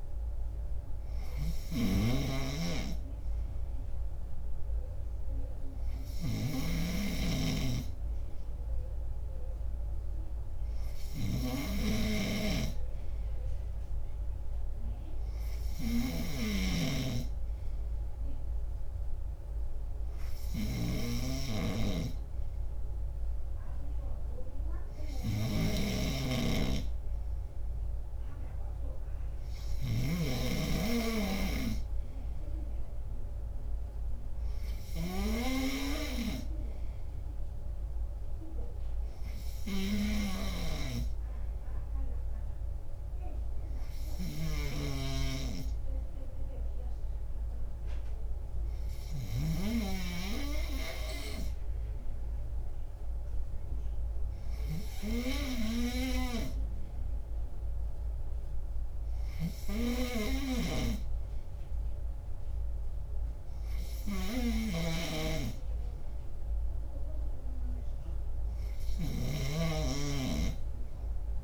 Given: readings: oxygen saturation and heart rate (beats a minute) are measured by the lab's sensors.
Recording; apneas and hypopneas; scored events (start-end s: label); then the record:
breathing in sleep by a room microphone; none
0.00-7.50 s: snoring (device-marked)
69.00-71.44 s: snoring (device-marked)
From the record:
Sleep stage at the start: N2 (light sleep); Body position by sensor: on the left side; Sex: male